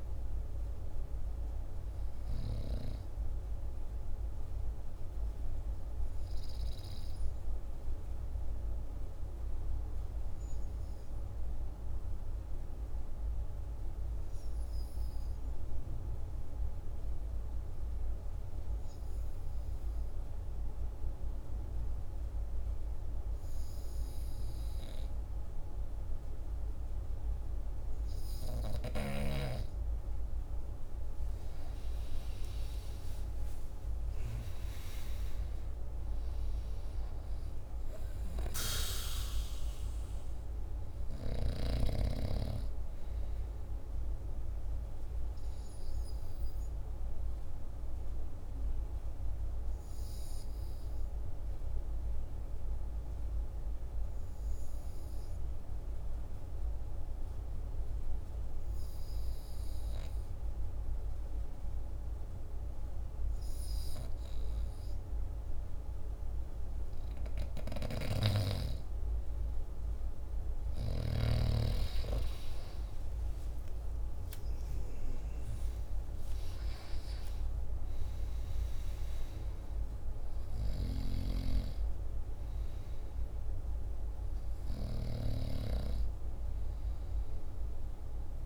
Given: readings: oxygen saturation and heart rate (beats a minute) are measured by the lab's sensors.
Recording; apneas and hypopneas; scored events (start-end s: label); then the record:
breathing in sleep by a room microphone; 2
0.00-10.50 s: oxygen desaturation (device-marked, oxygen 83% lowest, heart rate 48 extreme)
10.00-28.00 s: hypopnea (oxygen 92% before, 90% lowest, heart rate 51 before, 48 extreme, up 8 after)
30.00-34.00 s: arousal
32.50-58.50 s: oxygen desaturation (device-marked, oxygen 98% before, 90% lowest, heart rate 50 before, 47 extreme)
48.50-66.00 s: hypopnea (oxygen 99% before, 90% lowest, heart rate 53 before, 47 extreme, up 7 after)
67.50-71.00 s: snoring (device-marked)
70.00-74.50 s: arousal
70.50-88.46 s: oxygen desaturation (device-marked, oxygen 98% before, 90% lowest, heart rate 48 before, 48 extreme)
From the record:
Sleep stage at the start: N2 (light sleep); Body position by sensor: on the back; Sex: male